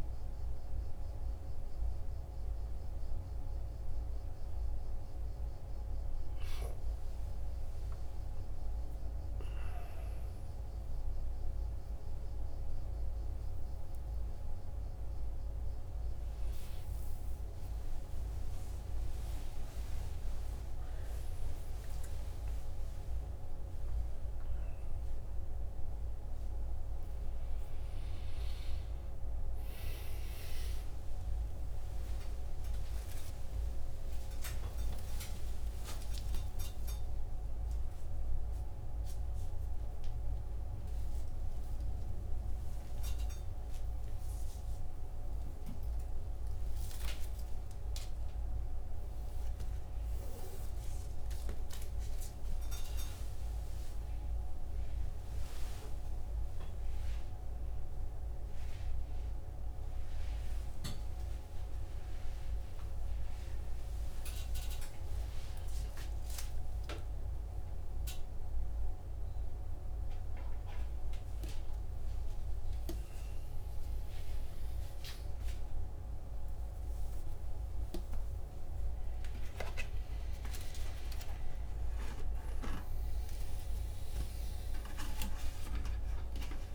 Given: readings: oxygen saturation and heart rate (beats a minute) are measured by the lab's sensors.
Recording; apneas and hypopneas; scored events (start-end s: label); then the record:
a person awake in a sleep study, hard to hear, by a room microphone; none
none scored
From the record:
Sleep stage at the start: awake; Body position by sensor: on the front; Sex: male